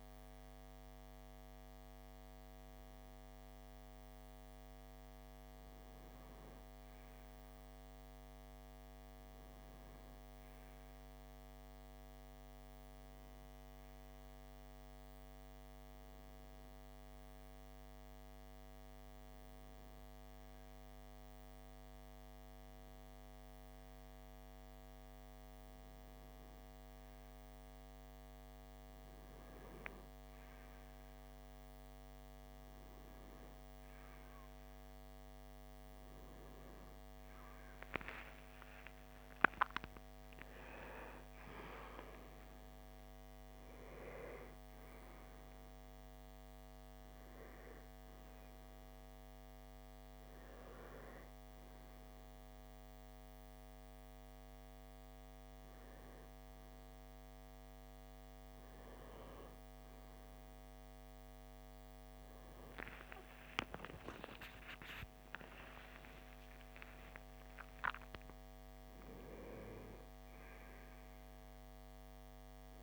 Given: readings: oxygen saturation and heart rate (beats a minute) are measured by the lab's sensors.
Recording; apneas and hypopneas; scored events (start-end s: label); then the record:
breathing in sleep by a microphone on the trachea; 1
16.00-28.00 s: hypopnea (oxygen 96% before, 92% lowest)
37.50-42.00 s: arousal
63.00-67.00 s: arousal
From the record:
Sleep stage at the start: N1 (lightest sleep); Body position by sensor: on the right side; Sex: male